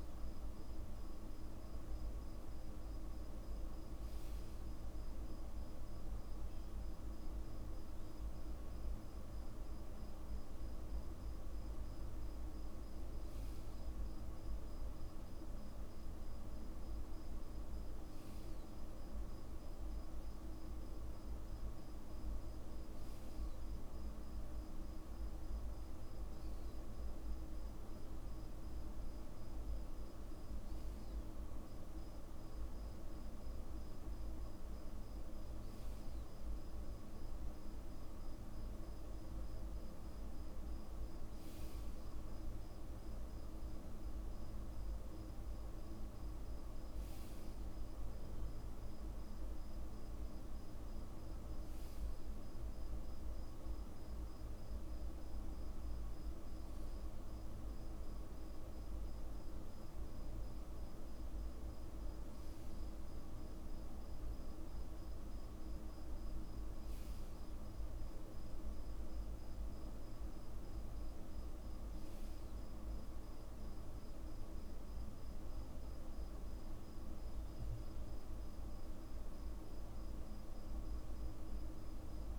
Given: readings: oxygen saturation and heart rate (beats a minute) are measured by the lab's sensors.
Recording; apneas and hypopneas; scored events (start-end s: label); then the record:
breathing in sleep, hard to hear, by a room microphone; none
27.00-82.39 s: new sleep stage, N2 (light sleep)
From the record:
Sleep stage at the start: REM sleep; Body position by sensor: on the back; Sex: male